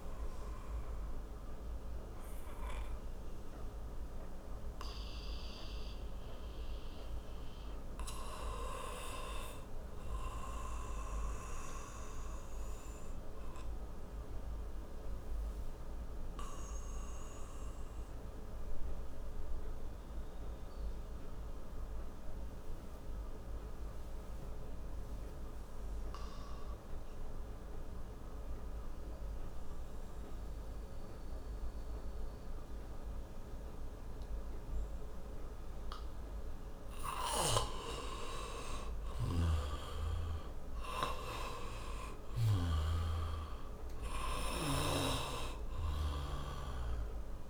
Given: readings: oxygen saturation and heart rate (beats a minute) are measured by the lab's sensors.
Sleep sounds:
breathing in sleep by a room microphone; 1
0.00-10.00 s: oxygen desaturation (device-marked, oxygen 85% lowest)
1.50-36.50 s: obstructive apnea (oxygen 96% before, 85% lowest)
25.00-47.50 s: oxygen desaturation (device-marked, oxygen 99% before, 86% lowest)
39.00-43.00 s: arousal
From the record:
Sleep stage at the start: N2 (light sleep); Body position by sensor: on the back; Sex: male

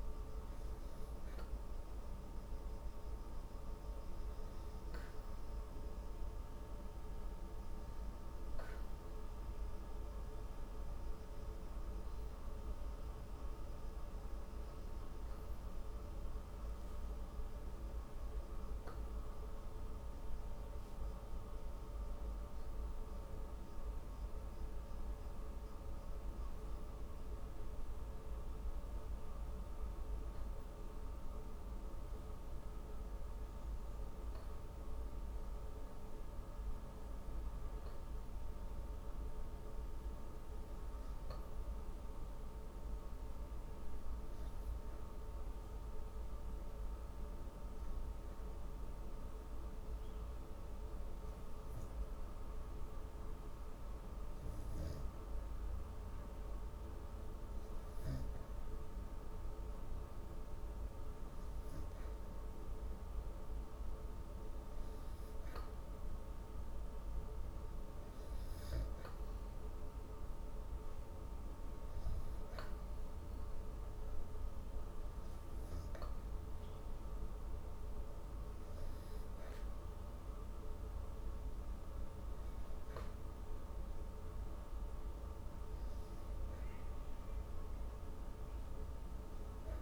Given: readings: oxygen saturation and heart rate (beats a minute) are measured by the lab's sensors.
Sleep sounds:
breathing in sleep, hard to hear, by a room microphone; 1
33.00-36.50 s: arousal
45.50-59.00 s: obstructive apnea (oxygen 96% before, 93% lowest, heart rate 187 before, 120 extreme, up 34 after)
61.00-64.50 s: arousal
From the record:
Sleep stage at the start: N2 (light sleep); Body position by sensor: on the back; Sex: female

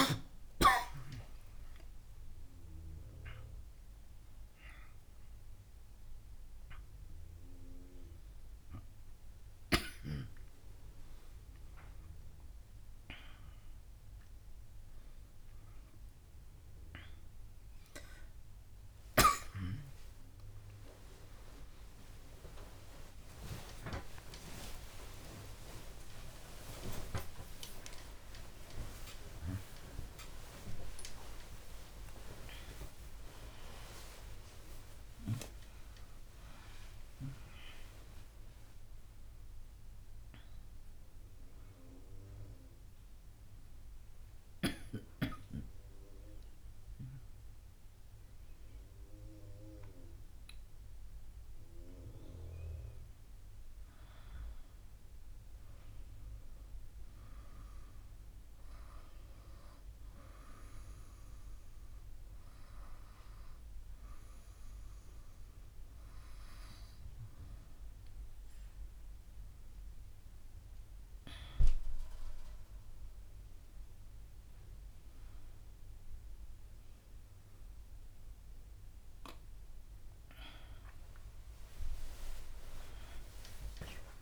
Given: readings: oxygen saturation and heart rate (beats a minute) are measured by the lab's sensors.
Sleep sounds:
a person awake in a sleep study, by a room microphone; none
0.00-1.50 s: bradycardia (device-marked)
2.50-49.50 s: bradycardia (device-marked)
8.50-10.50 s: long interval between heartbeats (device-marked)
18.50-20.50 s: long interval between heartbeats (device-marked)
55.50-69.50 s: oxygen desaturation (device-marked, oxygen 98% before, 94% lowest)
From the record:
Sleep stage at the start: awake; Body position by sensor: on the back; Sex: female

